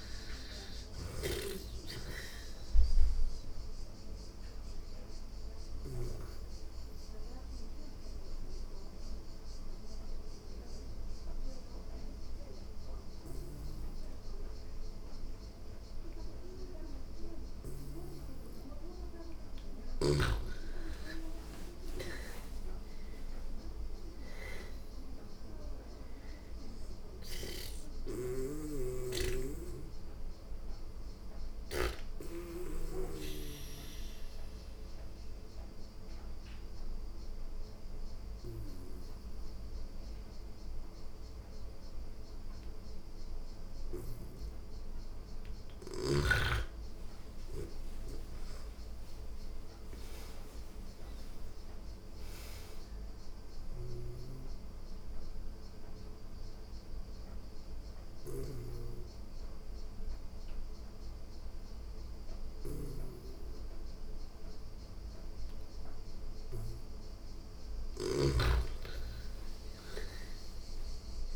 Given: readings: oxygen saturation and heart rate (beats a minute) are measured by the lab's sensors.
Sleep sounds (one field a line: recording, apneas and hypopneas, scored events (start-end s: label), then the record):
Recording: breathing in sleep by a room microphone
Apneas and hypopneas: 3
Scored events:
0.00-5.50 s: snoring (device-marked)
1.50-18.00 s: obstructive apnea (oxygen 98% before, 87% lowest)
2.50-14.50 s: oxygen desaturation (device-marked, oxygen 98% before, 90% lowest)
19.50-23.50 s: arousal
22.50-40.50 s: oxygen desaturation (device-marked, oxygen 97% before, 87% lowest)
26.50-31.00 s: snoring (device-marked)
29.00-45.00 s: obstructive apnea (oxygen 97% before, 87% lowest)
46.50-49.50 s: arousal
53.00-71.36 s: snoring (device-marked)
53.50-66.00 s: obstructive apnea (oxygen 98% before, 88% lowest)
54.50-67.50 s: oxygen desaturation (device-marked, oxygen 98% before, 89% lowest)
68.00-71.36 s: arousal
From the record:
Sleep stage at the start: N2 (light sleep)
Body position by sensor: on the back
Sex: female